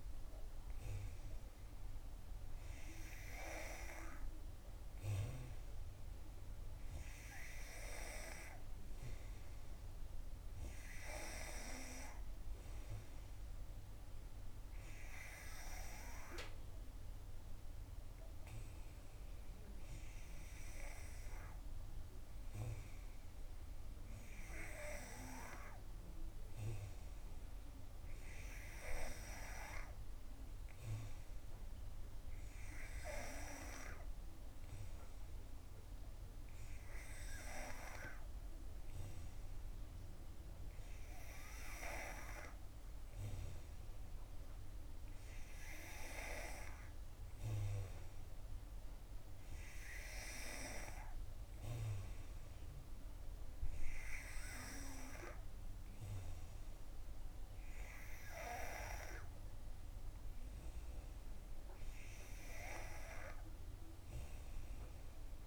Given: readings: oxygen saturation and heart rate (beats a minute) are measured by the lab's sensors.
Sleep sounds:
breathing in sleep by a room microphone; none
none scored
From the record:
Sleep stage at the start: N3 (deep sleep); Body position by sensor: on the back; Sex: female

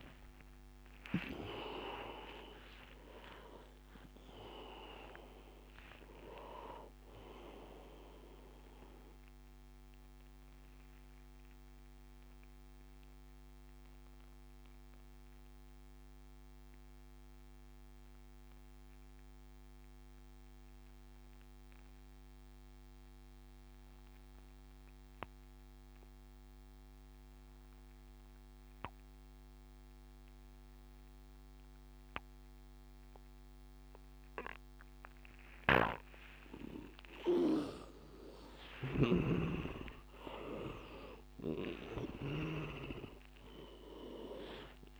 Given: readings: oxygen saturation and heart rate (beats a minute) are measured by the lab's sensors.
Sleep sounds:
breathing in sleep by a microphone on the trachea; 1
0.00-1.00 s: arousal
0.00-18.50 s: oxygen desaturation (device-marked, oxygen 87% lowest, heart rate 76 extreme)
8.50-37.00 s: obstructive apnea (oxygen 98% before, 86% lowest, heart rate 90 before, 76 extreme, up 13 after)
33.50-45.00 s: oxygen desaturation (device-marked, oxygen 98% before, 86% lowest, heart rate 80 before, 77 extreme)
39.00-43.50 s: arousal
From the record:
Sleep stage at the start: N2 (light sleep); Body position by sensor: on the back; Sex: male

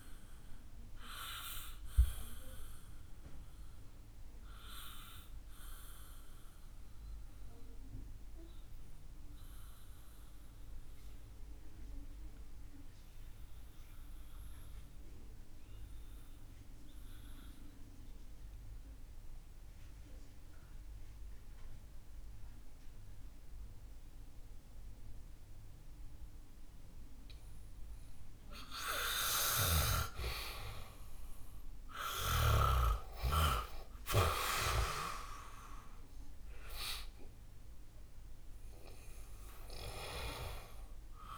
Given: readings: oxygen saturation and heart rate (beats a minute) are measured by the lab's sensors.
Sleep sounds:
breathing in sleep by a room microphone; 1
0.00-20.00 s: oxygen desaturation (device-marked, oxygen 91% lowest, heart rate 62 extreme)
1.50-29.00 s: obstructive apnea (oxygen 98% before, 89% lowest, heart rate 69 before, 60 extreme, up 10 after)
32.00-37.50 s: arousal
37.00-41.38 s: oxygen desaturation (device-marked, oxygen 97% before, 93% lowest, heart rate 68 before, 60 extreme)
From the record:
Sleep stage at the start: N2 (light sleep); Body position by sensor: on the back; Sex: male

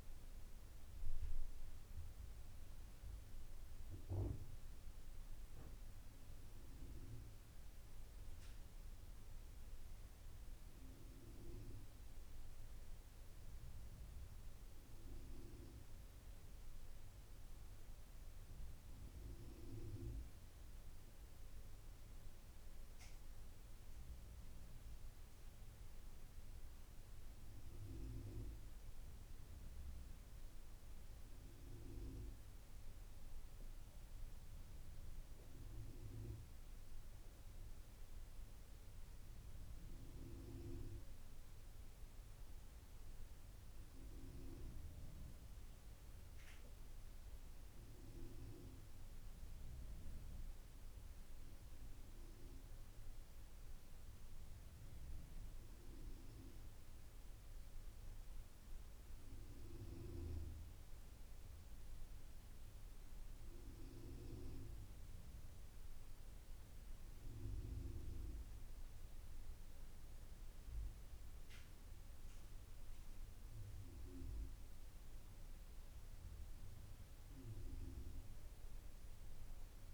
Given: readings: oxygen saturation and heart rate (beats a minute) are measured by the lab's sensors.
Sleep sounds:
breathing in sleep by a room microphone; none
29.00-79.94 s: new sleep stage, N1 (lightest sleep)
From the record:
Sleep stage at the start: N2 (light sleep); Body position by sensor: on the back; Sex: male

